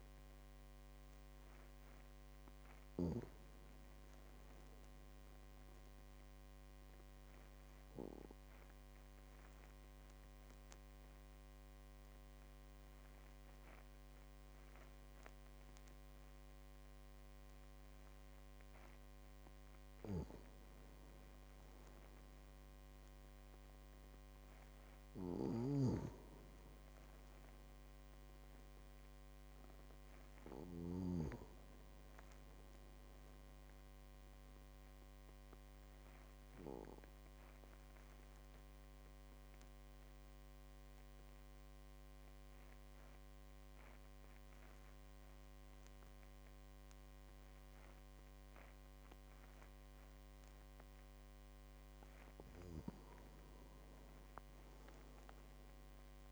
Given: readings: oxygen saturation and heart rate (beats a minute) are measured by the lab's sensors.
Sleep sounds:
breathing in sleep by a microphone on the trachea; 2
0.00-2.50 s: arousal
6.50-19.00 s: obstructive apnea (oxygen 99% before, 93% lowest, heart rate 49 before, 46 extreme, up 8 after)
21.00-24.50 s: arousal
23.50-45.50 s: oxygen desaturation (device-marked, oxygen 98% before, 94% lowest, heart rate 49 before, 46 extreme)
34.00-51.00 s: obstructive apnea (oxygen 98% before, 92% lowest, heart rate 51 before, 46 extreme, up 12 after)
53.00-56.32 s: arousal
From the record:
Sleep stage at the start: N2 (light sleep); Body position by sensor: on the back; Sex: male

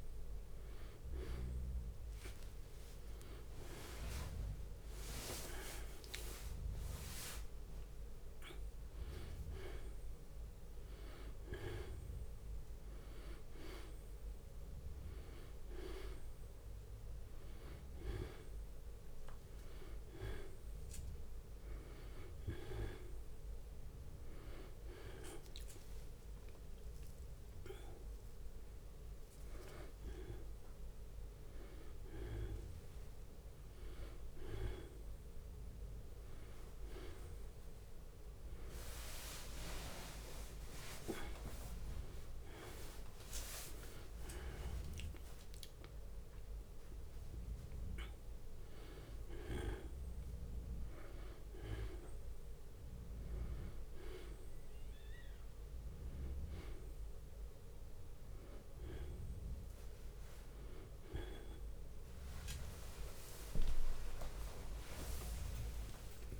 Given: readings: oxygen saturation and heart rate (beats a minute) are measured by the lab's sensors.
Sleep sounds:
a person awake in a sleep study, by a room microphone; none
21.50-23.50 s: long interval between heartbeats (device-marked, heart rate 76 before, 67 extreme)
26.00-28.00 s: long interval between heartbeats (device-marked, heart rate 74 before, 77 extreme)
39.50-49.50 s: drop in pulse transit time (device-marked, heart rate 70 before, 70 extreme)
59.50-66.40 s: tachycardia (device-marked, heart rate 92 before, 196 extreme)
61.50-63.50 s: long interval between heartbeats (device-marked, heart rate 70 before, 74 extreme)
65.00-66.40 s: long interval between heartbeats (device-marked, heart rate 75 before, 169 extreme)
From the record:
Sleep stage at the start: awake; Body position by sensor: on the back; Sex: male

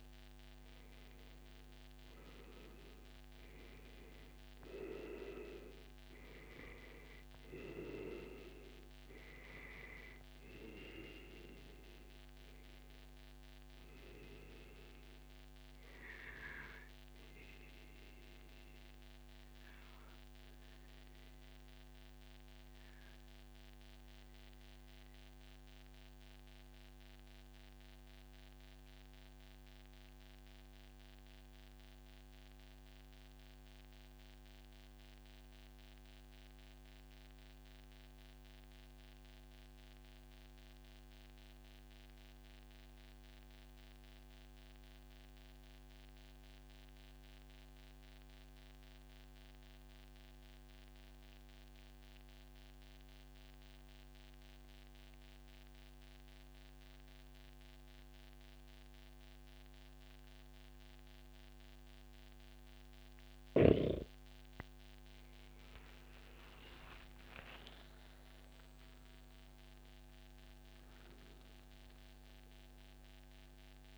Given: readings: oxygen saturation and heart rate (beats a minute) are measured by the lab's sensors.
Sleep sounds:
breathing in sleep by a microphone on the trachea; 1
0.00-8.00 s: oxygen desaturation (device-marked, oxygen 93% lowest, heart rate 141 extreme)
16.00-62.00 s: mixed apnea (oxygen 98% before, 89% lowest, heart rate 135 before, 114 extreme, up 28 after)
56.00-73.98 s: oxygen desaturation (device-marked, oxygen 97% before, 89% lowest, heart rate 144 before, 101 extreme)
66.50-71.00 s: arousal
From the record:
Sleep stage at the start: N2 (light sleep); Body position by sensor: on the back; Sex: male

